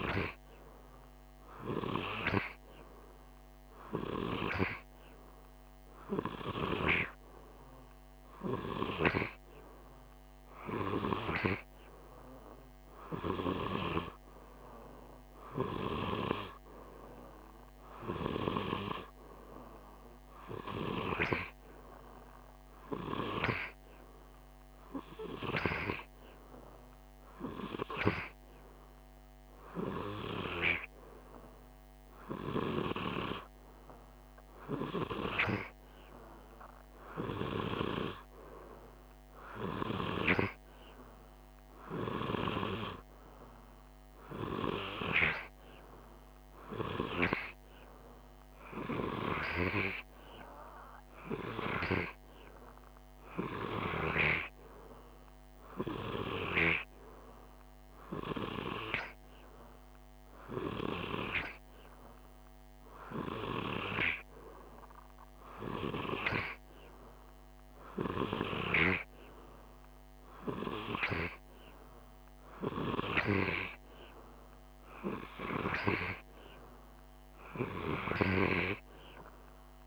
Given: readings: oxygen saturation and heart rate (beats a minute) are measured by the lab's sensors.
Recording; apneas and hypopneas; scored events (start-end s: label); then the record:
breathing in sleep by a microphone on the trachea; none
none scored
From the record:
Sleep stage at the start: N2 (light sleep); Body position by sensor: on the right side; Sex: male